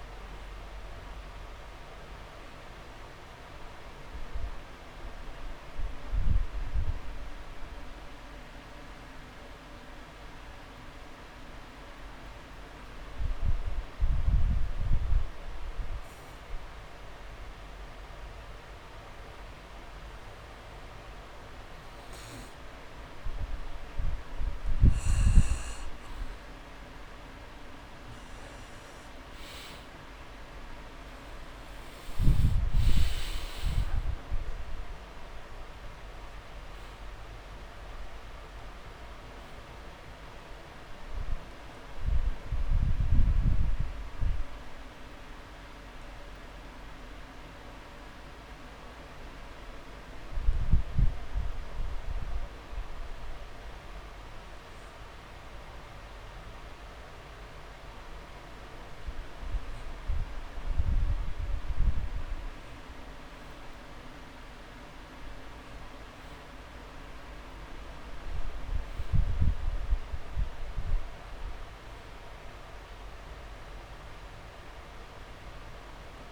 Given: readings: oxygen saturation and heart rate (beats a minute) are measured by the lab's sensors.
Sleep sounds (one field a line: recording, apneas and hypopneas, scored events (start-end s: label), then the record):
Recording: breathing in sleep, hard to hear, by a room microphone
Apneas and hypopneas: 2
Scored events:
0.00-8.50 s: oxygen desaturation (device-marked, oxygen 93% lowest)
0.00-15.50 s: drop in pulse transit time (device-marked)
8.50-24.50 s: obstructive apnea (oxygen 98% before, 90% lowest)
28.50-32.00 s: arousal
33.50-69.50 s: oxygen desaturation (device-marked, oxygen 98% before, 90% lowest)
45.50-60.00 s: hypopnea (oxygen 98% before, 90% lowest)
57.50-63.50 s: drop in pulse transit time (device-marked)
58.50-60.50 s: long interval between heartbeats (device-marked)
62.50-66.00 s: arousal
From the record:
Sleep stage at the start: N2 (light sleep)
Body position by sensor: on the back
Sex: male